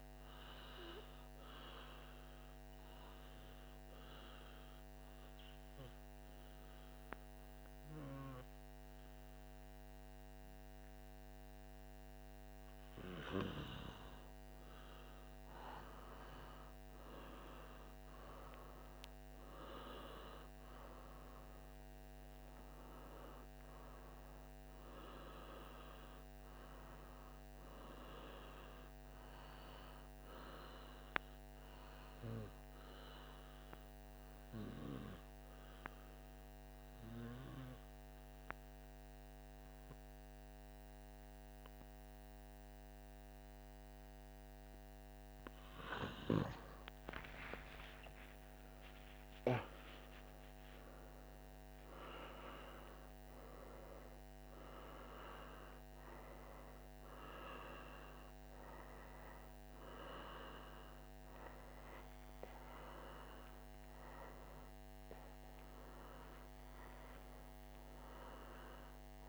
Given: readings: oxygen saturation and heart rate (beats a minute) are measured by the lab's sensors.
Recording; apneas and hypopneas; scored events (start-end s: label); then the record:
breathing in sleep by a microphone on the trachea; 2
3.00-14.50 s: obstructive apnea (oxygen 97% before, 94% lowest, heart rate 57 before, 55 extreme, up 1 after)
15.00-19.50 s: arousal
33.00-45.50 s: obstructive apnea (oxygen 97% before, 94% lowest, heart rate 56 before, 54 extreme, up 21 after)
47.00-52.00 s: arousal
From the record:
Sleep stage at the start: N2 (light sleep); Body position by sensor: on the right side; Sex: male